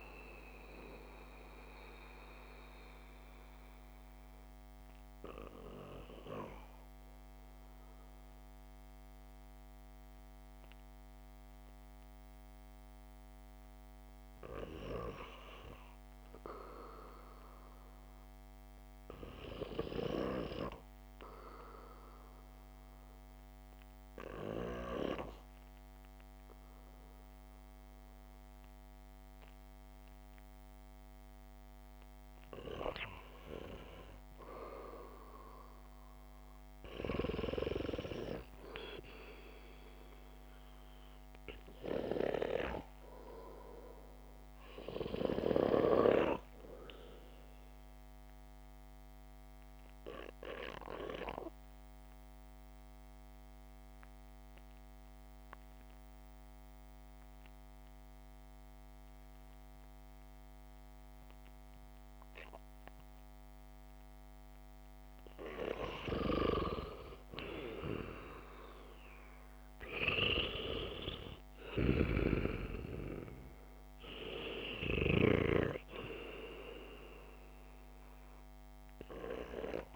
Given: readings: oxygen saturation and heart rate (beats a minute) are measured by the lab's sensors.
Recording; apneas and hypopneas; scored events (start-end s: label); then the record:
breathing in sleep by a microphone on the trachea; 2
2.00-18.00 s: obstructive apnea (oxygen 97% before, 94% lowest, heart rate 77 before, 57 extreme, up 3 after)
20.00-23.50 s: arousal
31.00-44.00 s: oxygen desaturation (device-marked, oxygen 99% before, 95% lowest, heart rate 61 before, 56 extreme)
41.50-65.50 s: obstructive apnea (oxygen 100% before, 93% lowest, heart rate 60 before, 58 extreme, up 1 after)
69.00-73.50 s: arousal
72.00-75.50 s: snoring (device-marked)
From the record:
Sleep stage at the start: REM sleep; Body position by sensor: on the back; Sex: male